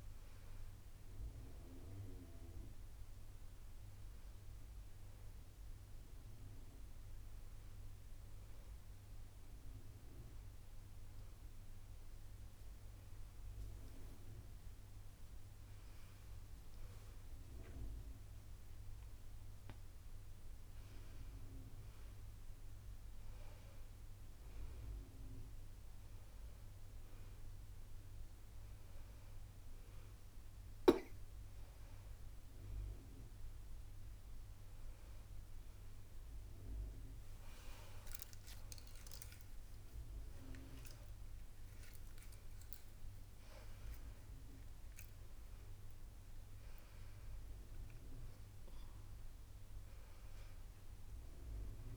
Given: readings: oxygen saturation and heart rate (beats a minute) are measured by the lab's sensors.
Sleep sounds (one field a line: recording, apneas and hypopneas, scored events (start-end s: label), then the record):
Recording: a person partly awake in a sleep study, by a room microphone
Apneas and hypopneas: none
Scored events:
0.00-17.00 s: oxygen desaturation (device-marked, oxygen 78% lowest, heart rate 89 extreme)
28.00-51.97 s: new sleep stage, awake
From the record:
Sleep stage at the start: N2 (light sleep)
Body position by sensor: on the back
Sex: female